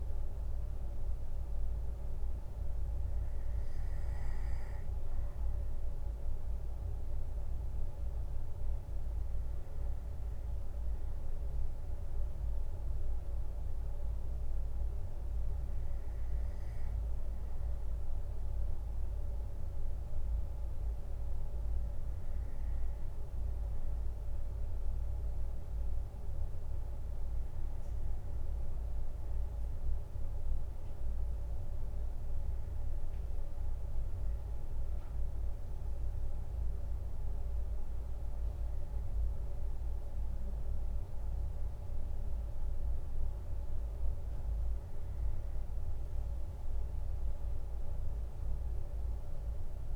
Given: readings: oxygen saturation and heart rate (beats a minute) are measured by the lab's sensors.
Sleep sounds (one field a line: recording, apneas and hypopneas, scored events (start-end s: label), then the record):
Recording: breathing in sleep, hard to hear, by a room microphone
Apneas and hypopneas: none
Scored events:
none scored
From the record:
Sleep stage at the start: N2 (light sleep)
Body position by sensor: on the left side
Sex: male